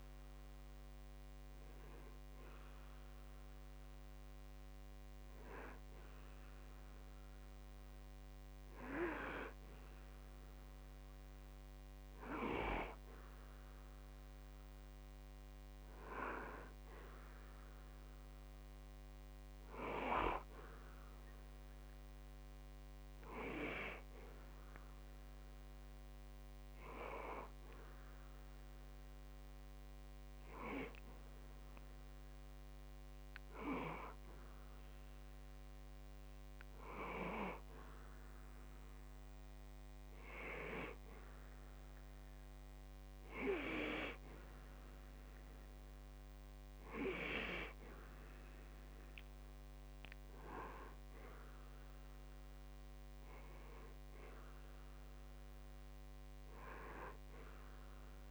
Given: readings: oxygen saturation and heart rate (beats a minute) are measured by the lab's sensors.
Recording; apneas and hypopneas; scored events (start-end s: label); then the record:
breathing in sleep by a microphone on the trachea; none
none scored
From the record:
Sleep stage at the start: N2 (light sleep); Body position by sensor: on the back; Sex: male